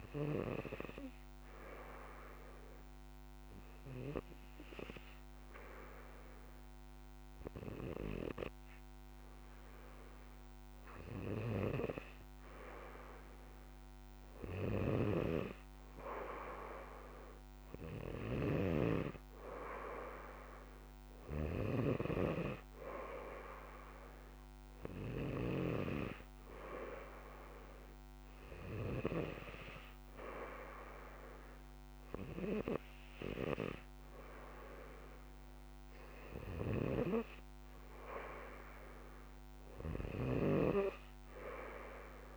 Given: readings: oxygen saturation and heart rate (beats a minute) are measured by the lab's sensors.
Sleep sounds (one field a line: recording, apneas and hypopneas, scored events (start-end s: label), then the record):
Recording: breathing in sleep by a microphone on the trachea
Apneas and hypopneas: 1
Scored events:
2.00-13.50 s: hypopnea (oxygen 95% before, 94% lowest, heart rate 64 before, 64 extreme, up 2 after)
17.00-20.00 s: arousal
From the record:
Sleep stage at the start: N2 (light sleep)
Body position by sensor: on the back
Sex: male